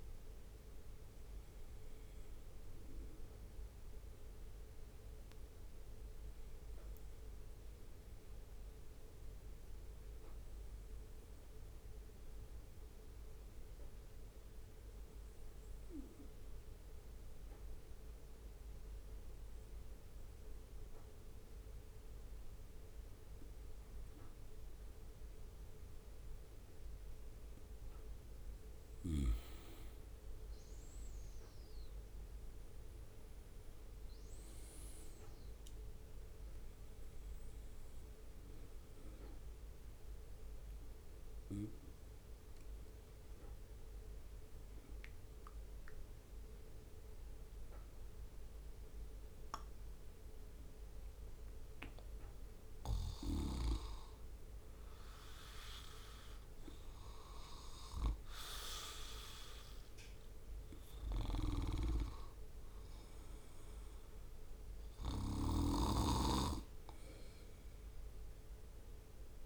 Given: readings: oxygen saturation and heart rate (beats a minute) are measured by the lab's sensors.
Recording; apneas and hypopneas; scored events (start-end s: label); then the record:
breathing in sleep by a room microphone; 2
9.50-26.50 s: obstructive apnea (oxygen 95% before, 94% lowest, heart rate 68 before, 63 extreme, up 4 after)
30.00-34.00 s: arousal
45.50-58.00 s: obstructive apnea (oxygen 98% before, 91% lowest, heart rate 66 before, 66 extreme, up 2 after)
60.50-65.00 s: arousal
65.00-69.46 s: snoring (device-marked)
From the record:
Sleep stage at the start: N2 (light sleep); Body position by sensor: on the right side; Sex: male